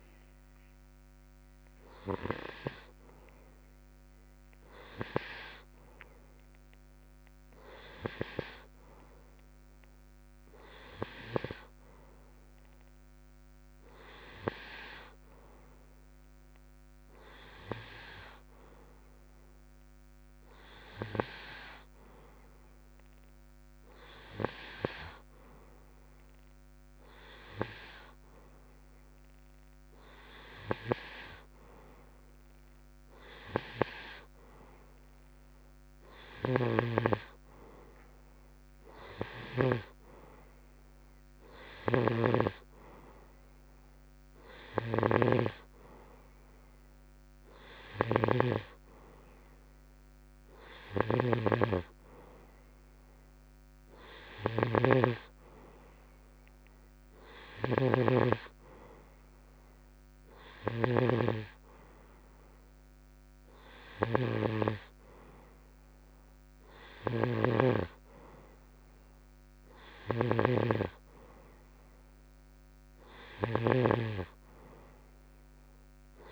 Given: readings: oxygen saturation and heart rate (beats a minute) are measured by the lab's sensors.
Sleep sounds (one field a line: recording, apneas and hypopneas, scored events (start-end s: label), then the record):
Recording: breathing in sleep by a microphone on the trachea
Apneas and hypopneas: none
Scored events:
51.50-61.50 s: snoring (device-marked)
67.50-74.50 s: snoring (device-marked)
From the record:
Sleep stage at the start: N2 (light sleep)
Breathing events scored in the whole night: 122 in 4.2 hours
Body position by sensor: on the right side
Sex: male